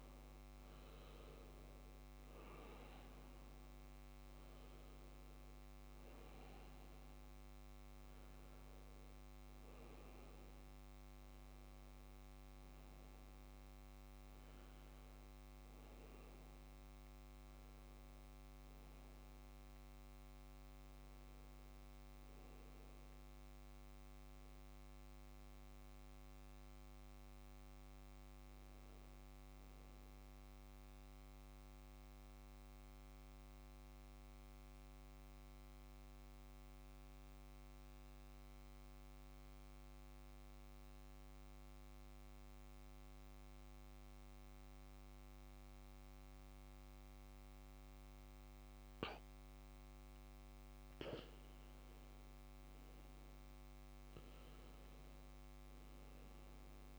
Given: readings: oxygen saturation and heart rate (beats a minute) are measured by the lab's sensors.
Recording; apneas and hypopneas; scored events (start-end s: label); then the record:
breathing in sleep, hard to hear, by a microphone on the trachea; 1
0.00-7.50 s: oxygen desaturation (device-marked, oxygen 93% lowest, heart rate 62 extreme)
23.50-27.50 s: arousal
31.50-48.50 s: central apnea (oxygen 99% before, 95% lowest, heart rate 65 before, 59 extreme, up 1 after)
50.50-54.50 s: arousal
51.50-56.99 s: oxygen desaturation (device-marked, oxygen 98% before, 95% lowest, heart rate 69 before, 59 extreme)
From the record:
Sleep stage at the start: N2 (light sleep); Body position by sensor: on the back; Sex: male